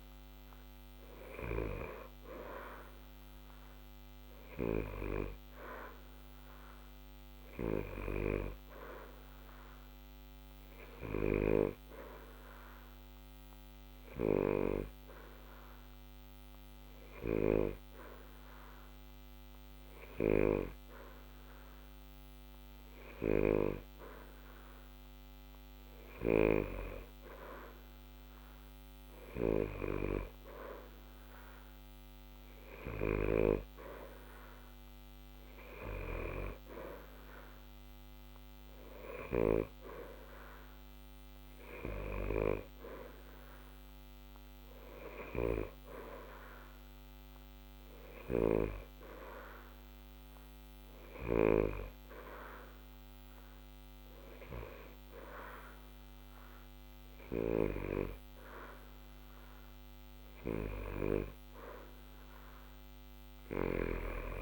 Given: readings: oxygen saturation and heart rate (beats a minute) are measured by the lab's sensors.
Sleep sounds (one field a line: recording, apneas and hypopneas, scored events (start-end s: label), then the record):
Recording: breathing in sleep by a microphone on the trachea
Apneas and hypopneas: none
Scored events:
none scored
From the record:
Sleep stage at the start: N2 (light sleep)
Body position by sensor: on the back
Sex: male